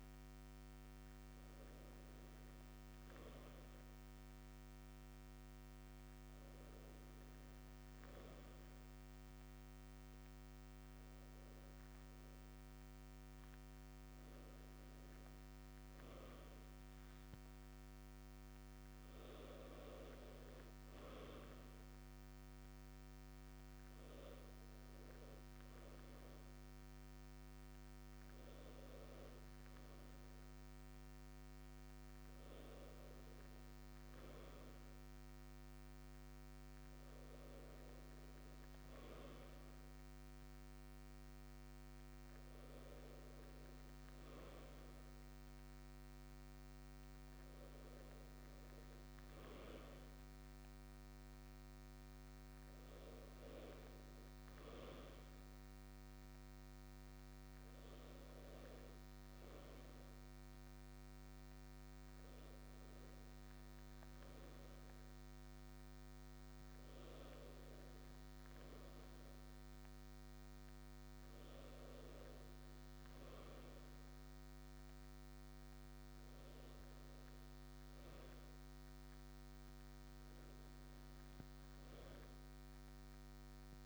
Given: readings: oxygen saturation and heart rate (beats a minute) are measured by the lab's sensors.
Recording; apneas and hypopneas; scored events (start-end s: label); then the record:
breathing in sleep, hard to hear, by a microphone on the trachea; none
none scored
From the record:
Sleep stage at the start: N2 (light sleep); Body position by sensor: on the right side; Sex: male